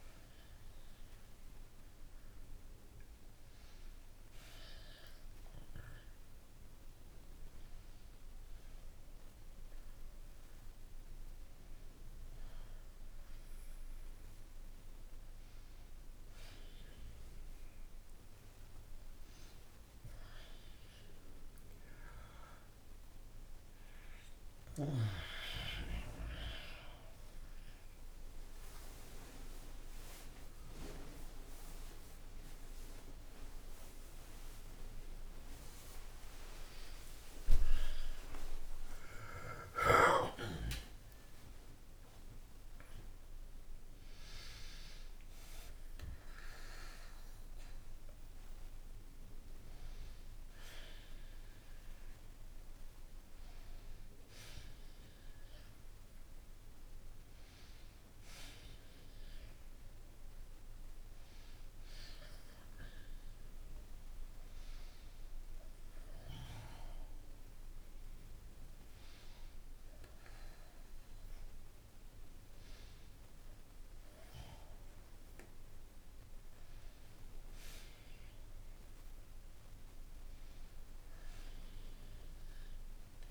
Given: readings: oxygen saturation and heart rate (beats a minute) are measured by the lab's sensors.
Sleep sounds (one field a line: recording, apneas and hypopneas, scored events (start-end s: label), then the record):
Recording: a person awake in a sleep study, by a room microphone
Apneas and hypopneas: none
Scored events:
none scored
From the record:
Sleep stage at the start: awake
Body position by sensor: on the back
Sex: male